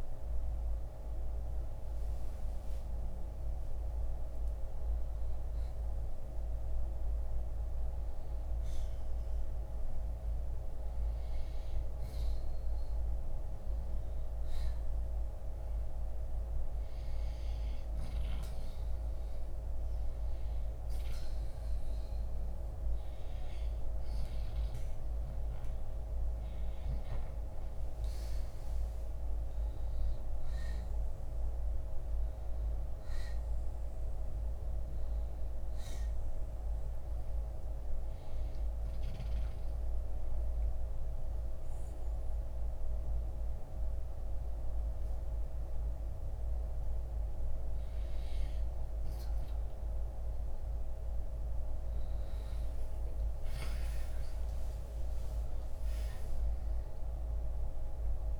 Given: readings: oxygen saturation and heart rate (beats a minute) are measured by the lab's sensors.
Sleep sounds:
breathing in sleep, hard to hear, by a room microphone; 1
0.00-10.00 s: oxygen desaturation (device-marked, oxygen 86% lowest, heart rate 62 extreme)
17.00-58.00 s: oxygen desaturation (device-marked, oxygen 95% before, 88% lowest, heart rate 67 before, 58 extreme)
30.00-33.50 s: arousal
37.50-50.00 s: hypopnea (oxygen 95% before, 86% lowest, heart rate 65 before, 58 extreme, up 8 after)
55.00-58.40 s: arousal
From the record:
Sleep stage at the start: N2 (light sleep); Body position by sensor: on the left side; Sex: male

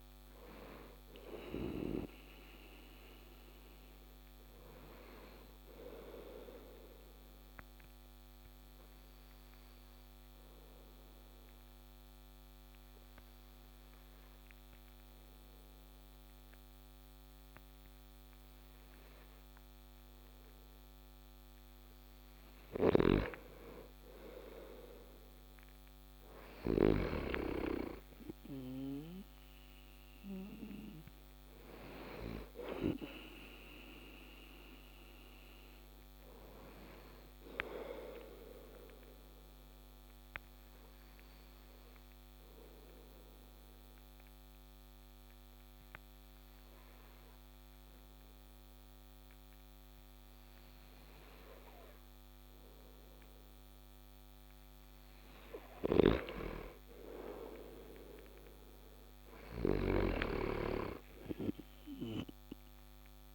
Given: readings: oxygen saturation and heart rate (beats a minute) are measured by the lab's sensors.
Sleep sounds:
breathing in sleep by a microphone on the trachea; 2
0.00-18.00 s: oxygen desaturation (device-marked, oxygen 96% before, 92% lowest)
6.50-21.00 s: obstructive apnea (oxygen 96% before, 92% lowest)
24.00-27.50 s: arousal
31.00-51.00 s: oxygen desaturation (device-marked, oxygen 97% before, 92% lowest)
39.00-53.00 s: obstructive apnea (oxygen 97% before, 92% lowest)
56.50-60.00 s: arousal
From the record:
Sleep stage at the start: N2 (light sleep); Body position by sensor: on the back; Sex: male

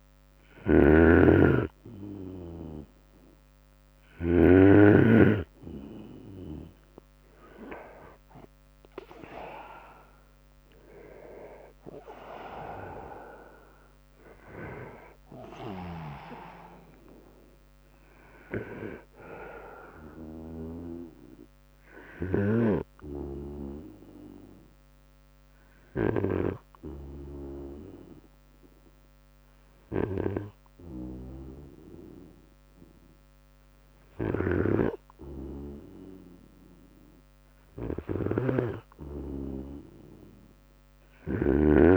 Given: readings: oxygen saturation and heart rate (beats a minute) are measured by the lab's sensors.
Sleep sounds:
breathing in sleep by a microphone on the trachea; 1
0.00-3.50 s: snoring (device-marked)
4.00-17.00 s: drop in pulse transit time (device-marked, heart rate 75 before, 64 extreme)
17.00-20.00 s: arousal
23.00-37.50 s: hypopnea (oxygen 97% before, 96% lowest, heart rate 75 before, 64 extreme, up 18 after)
37.00-41.97 s: snoring (device-marked)
40.00-41.97 s: arousal
From the record:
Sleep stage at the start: N2 (light sleep); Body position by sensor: on the right side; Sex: male

